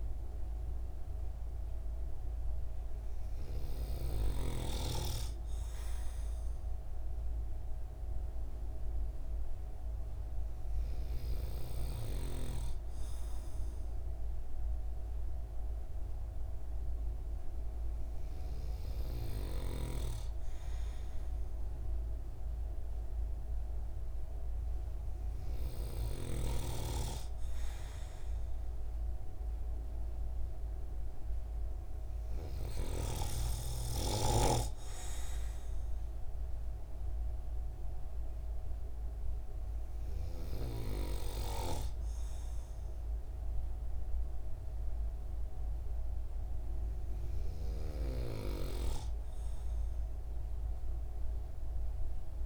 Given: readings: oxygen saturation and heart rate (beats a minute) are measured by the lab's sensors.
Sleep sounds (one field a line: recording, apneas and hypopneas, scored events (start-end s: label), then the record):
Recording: breathing in sleep by a room microphone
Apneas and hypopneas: none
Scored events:
none scored
From the record:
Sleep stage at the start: N2 (light sleep)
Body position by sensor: on the right side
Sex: male